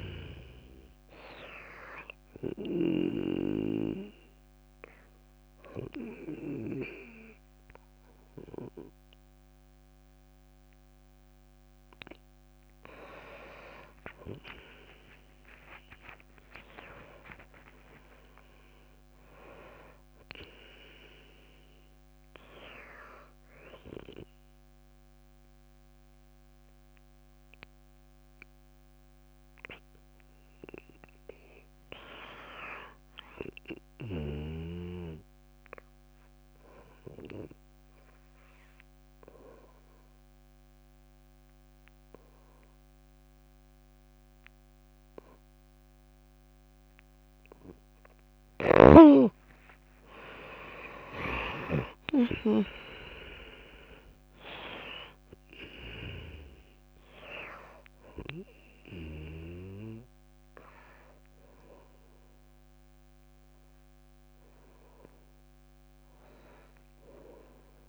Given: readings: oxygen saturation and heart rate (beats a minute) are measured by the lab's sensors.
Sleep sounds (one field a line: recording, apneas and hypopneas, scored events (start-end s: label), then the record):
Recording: breathing in sleep by a microphone on the trachea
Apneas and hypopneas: 2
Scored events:
0.00-14.50 s: oxygen desaturation (device-marked, oxygen 85% lowest)
4.00-14.00 s: obstructive apnea (oxygen 97% before, 80% lowest)
15.50-19.50 s: arousal
20.50-31.50 s: oxygen desaturation (device-marked, oxygen 98% before, 95% lowest)
37.00-49.50 s: obstructive apnea (oxygen 98% before, 80% lowest)
41.50-67.89 s: oxygen desaturation (device-marked, oxygen 97% before, 80% lowest)
50.50-55.00 s: arousal
From the record:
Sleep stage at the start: N2 (light sleep)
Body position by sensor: on the back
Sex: female